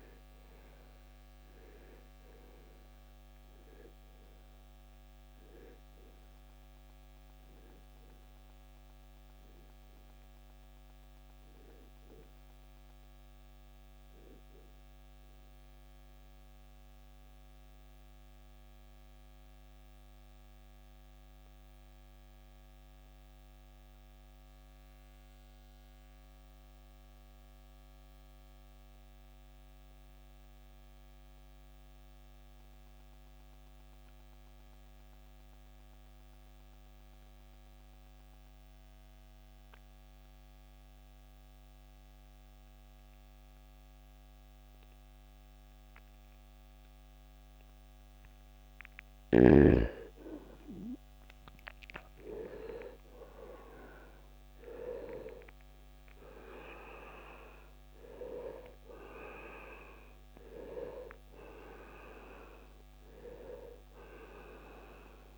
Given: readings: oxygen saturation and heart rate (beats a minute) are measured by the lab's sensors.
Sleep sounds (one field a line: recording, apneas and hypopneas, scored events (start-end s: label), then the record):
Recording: breathing in sleep by a microphone on the trachea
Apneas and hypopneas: 1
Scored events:
0.00-28.50 s: oxygen desaturation (device-marked, oxygen 81% lowest, heart rate 52 extreme)
15.00-49.00 s: mixed apnea (oxygen 96% before, 81% lowest, heart rate 81 before, 52 extreme, up 17 after)
31.50-65.38 s: new sleep stage, N2 (light sleep)
47.50-65.38 s: oxygen desaturation (device-marked, oxygen 97% before, 82% lowest, heart rate 63 before, 56 extreme)
51.00-55.00 s: arousal
From the record:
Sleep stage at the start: N1 (lightest sleep)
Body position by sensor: on the right side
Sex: male